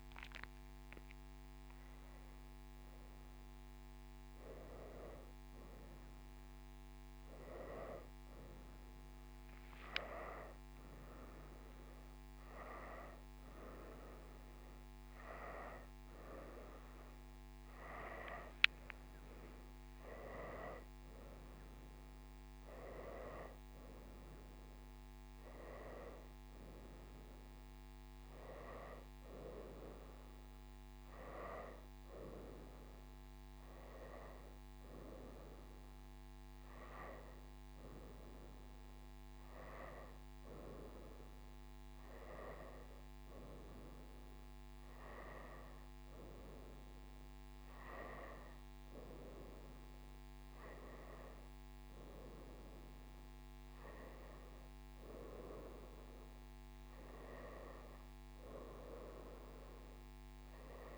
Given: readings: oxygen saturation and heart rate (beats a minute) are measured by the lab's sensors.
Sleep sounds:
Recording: breathing in sleep by a microphone on the trachea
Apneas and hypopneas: none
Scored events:
9.50-21.50 s: oxygen desaturation (device-marked, oxygen 94% before, 88% lowest, heart rate 90 before, 87 extreme)
11.50-16.50 s: arousal
25.50-60.98 s: new sleep stage, N2 (light sleep)
From the record:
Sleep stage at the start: N1 (lightest sleep)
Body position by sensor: upright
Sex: female

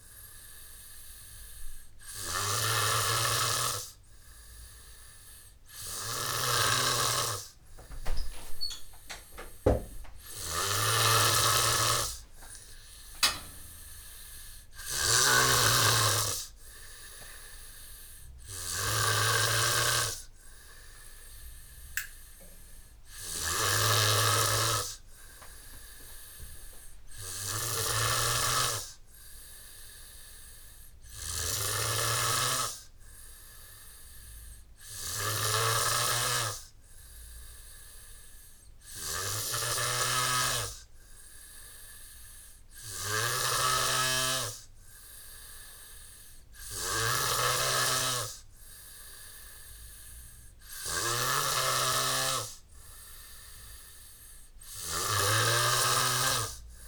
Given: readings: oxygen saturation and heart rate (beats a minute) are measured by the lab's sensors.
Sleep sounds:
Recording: breathing in sleep by a room microphone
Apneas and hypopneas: none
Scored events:
11.50-20.00 s: snoring (device-marked)
47.00-56.00 s: snoring (device-marked)
From the record:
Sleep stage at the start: N3 (deep sleep)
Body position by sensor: on the back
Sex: male

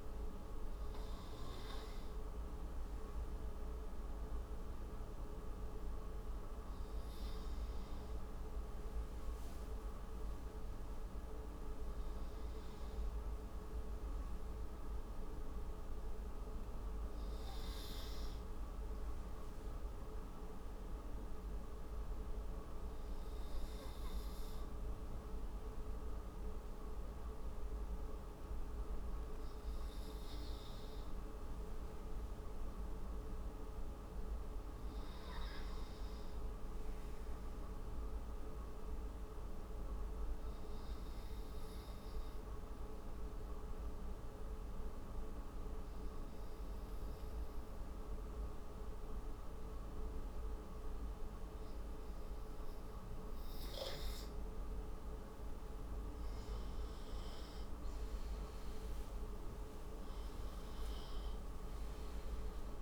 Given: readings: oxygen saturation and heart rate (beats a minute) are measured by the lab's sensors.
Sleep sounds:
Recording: breathing in sleep, hard to hear, by a room microphone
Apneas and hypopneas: 2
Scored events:
14.00-16.50 s: arousal
19.50-30.50 s: hypopnea (oxygen 99% before, 93% lowest)
31.50-34.00 s: arousal
38.00-53.00 s: obstructive apnea (oxygen 99% before, 93% lowest)
55.50-58.50 s: arousal
From the record:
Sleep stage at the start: N2 (light sleep)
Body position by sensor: on the right side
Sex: male

